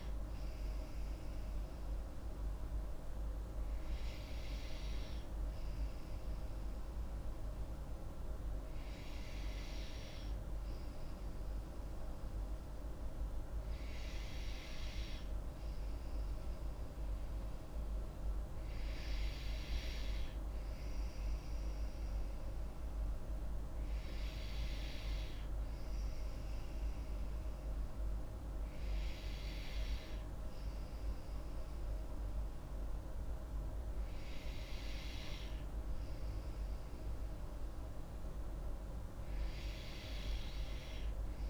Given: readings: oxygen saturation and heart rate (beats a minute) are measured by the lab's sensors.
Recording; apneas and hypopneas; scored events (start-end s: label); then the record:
breathing in sleep, hard to hear, by a room microphone; none
20.00-41.50 s: new sleep stage, N3 (deep sleep)
From the record:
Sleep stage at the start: N2 (light sleep); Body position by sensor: on the back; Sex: female